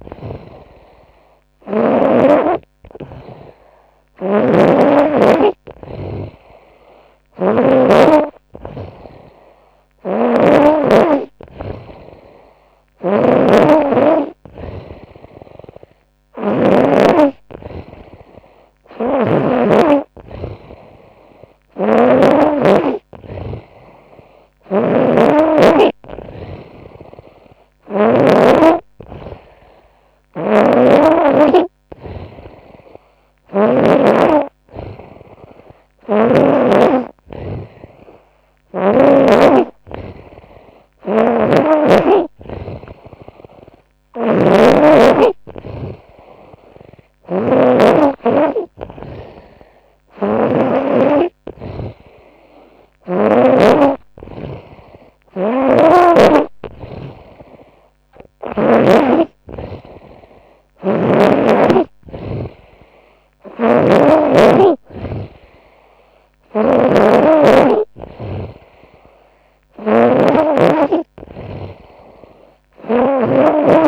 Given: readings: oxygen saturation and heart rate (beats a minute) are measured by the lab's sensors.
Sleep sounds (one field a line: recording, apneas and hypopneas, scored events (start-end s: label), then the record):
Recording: breathing in sleep by a microphone on the trachea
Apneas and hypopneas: none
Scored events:
0.00-1.50 s: snoring (device-marked)
3.50-10.00 s: snoring (device-marked)
12.00-19.00 s: snoring (device-marked)
21.00-27.50 s: snoring (device-marked)
29.50-33.50 s: snoring (device-marked)
40.50-50.00 s: snoring (device-marked)
43.00-73.88 s: new sleep stage, N3 (deep sleep)
54.50-58.00 s: snoring (device-marked)
60.00-63.50 s: snoring (device-marked)
65.50-73.00 s: snoring (device-marked)
From the record:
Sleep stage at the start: N2 (light sleep)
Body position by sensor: on the front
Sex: female